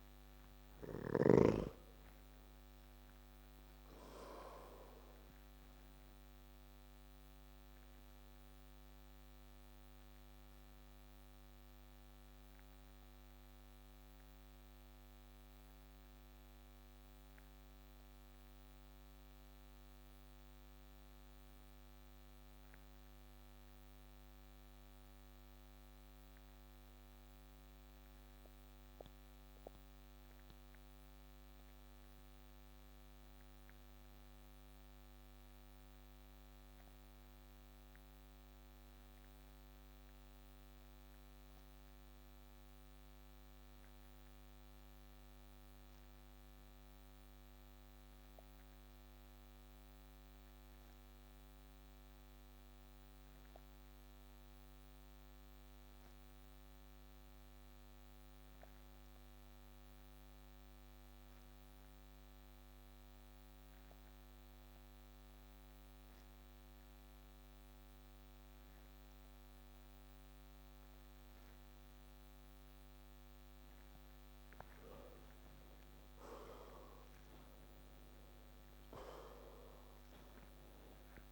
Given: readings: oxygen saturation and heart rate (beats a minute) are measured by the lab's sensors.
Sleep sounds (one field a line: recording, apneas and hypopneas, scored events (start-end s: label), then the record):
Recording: breathing in sleep, hard to hear, by a microphone on the trachea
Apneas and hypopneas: 1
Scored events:
2.00-26.00 s: oxygen desaturation (device-marked, oxygen 92% before, 89% lowest, heart rate 37 before, 34 extreme)
7.50-73.50 s: obstructive apnea (oxygen 94% before, 83% lowest, heart rate 37 before, 26 extreme, up 7 after)
44.00-54.00 s: oxygen desaturation (device-marked, oxygen 98% before, 94% lowest, heart rate 46 before, 26 extreme)
63.00-81.32 s: oxygen desaturation (device-marked, oxygen 95% before, 83% lowest, heart rate 38 before, 26 extreme)
75.50-79.50 s: arousal
From the record:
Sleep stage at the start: N2 (light sleep)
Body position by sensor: on the back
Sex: male